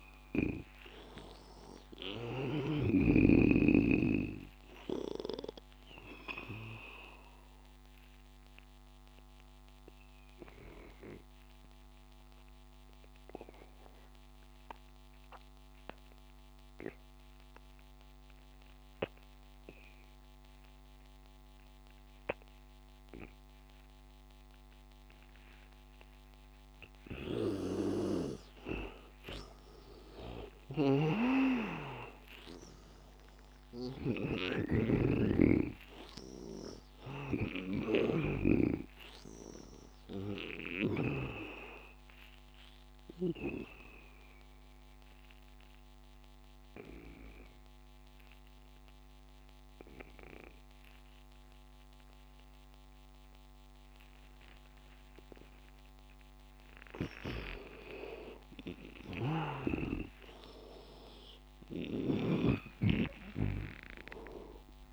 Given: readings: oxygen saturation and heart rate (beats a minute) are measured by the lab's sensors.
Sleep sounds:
breathing in sleep by a microphone on the trachea; 2
0.00-3.00 s: snoring (device-marked)
5.50-28.00 s: obstructive apnea (oxygen 100% before, 81% lowest, heart rate 100 before, 87 extreme, up 12 after)
22.50-51.50 s: oxygen desaturation (device-marked, oxygen 99% before, 81% lowest, heart rate 95 before, 87 extreme)
27.50-34.50 s: snoring (device-marked)
30.50-34.00 s: arousal
36.50-41.50 s: snoring (device-marked)
41.50-56.50 s: obstructive apnea (oxygen 99% before, 81% lowest, heart rate 93 before, 93 extreme, up 5 after)
59.00-62.50 s: snoring (device-marked)
63.00-64.93 s: arousal
From the record:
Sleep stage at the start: N2 (light sleep); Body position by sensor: on the back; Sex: male

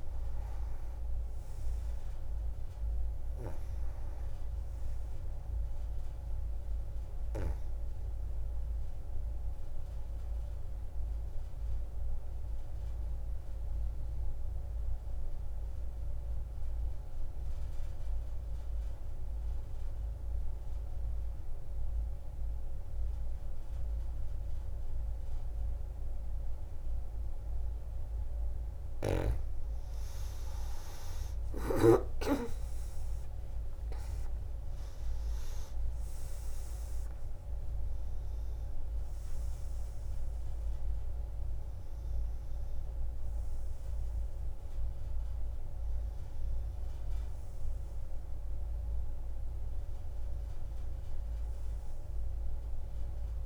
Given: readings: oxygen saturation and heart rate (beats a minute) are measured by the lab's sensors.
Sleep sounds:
breathing in sleep, hard to hear, by a room microphone; 1
1.50-13.50 s: oxygen desaturation (device-marked, oxygen 97% before, 91% lowest)
9.00-29.50 s: mixed apnea (oxygen 98% before, 87% lowest)
29.50-53.46 s: oxygen desaturation (device-marked, oxygen 95% before, 87% lowest)
32.00-36.00 s: arousal
From the record:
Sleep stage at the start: N2 (light sleep); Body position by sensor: on the back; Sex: female

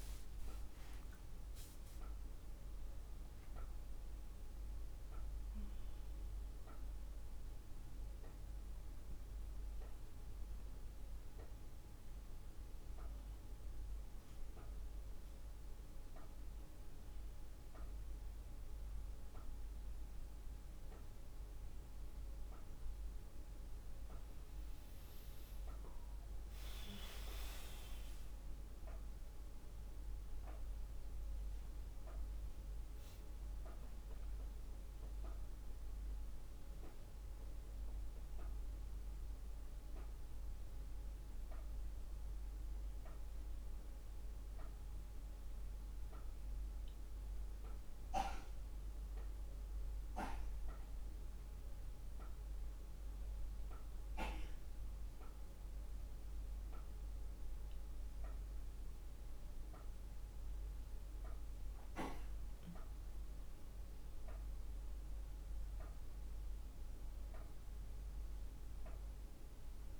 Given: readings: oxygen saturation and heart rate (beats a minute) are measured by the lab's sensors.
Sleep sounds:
a person awake in a sleep study, hard to hear, by a room microphone; 1
41.00-70.00 s: new sleep stage, N1 (lightest sleep)
47.00-62.00 s: hypopnea (oxygen 99% before, 96% lowest, heart rate 60 before, 56 extreme, up 4 after)
64.50-68.50 s: arousal
From the record:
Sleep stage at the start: awake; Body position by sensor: on the back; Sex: female

